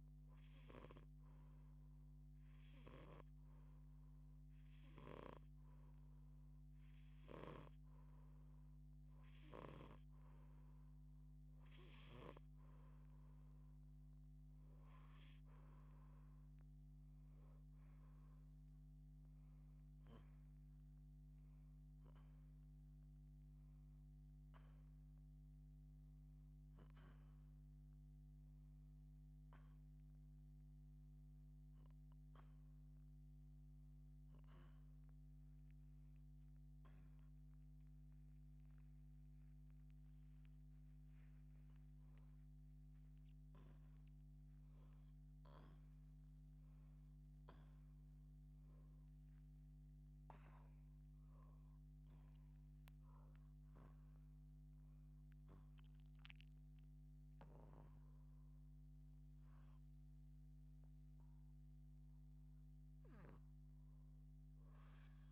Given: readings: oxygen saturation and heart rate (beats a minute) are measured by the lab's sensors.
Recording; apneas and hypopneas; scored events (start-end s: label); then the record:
a person partly awake in a sleep study, by a microphone on the trachea; 1
0.50-10.50 s: hypopnea (oxygen 87% before, 86% lowest, heart rate 130 before, 68 extreme, up 32 after)
30.00-60.00 s: new sleep stage, awake
49.00-53.00 s: oxygen desaturation (device-marked, oxygen 91% before, 86% lowest)
60.00-65.32 s: new sleep stage, N1 (lightest sleep)
From the record:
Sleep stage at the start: N2 (light sleep); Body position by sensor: on the back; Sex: female